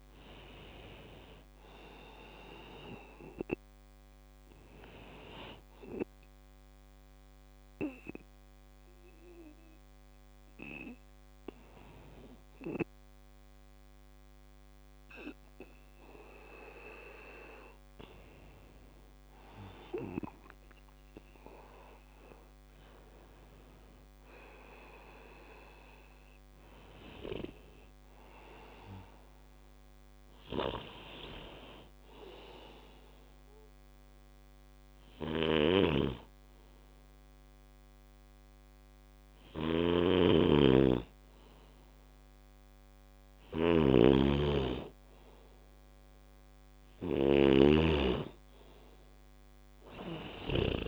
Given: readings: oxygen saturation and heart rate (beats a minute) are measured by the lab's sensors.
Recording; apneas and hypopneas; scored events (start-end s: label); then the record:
breathing in sleep by a microphone on the trachea; 1
14.50-50.88 s: new sleep stage, N2 (light sleep)
19.50-24.00 s: arousal
33.00-44.00 s: hypopnea (oxygen 97% before, 90% lowest, heart rate 67 before, 68 extreme, up 3 after)
39.00-50.00 s: snoring (device-marked)
45.50-50.50 s: arousal
From the record:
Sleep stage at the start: N1 (lightest sleep); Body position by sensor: on the back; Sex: male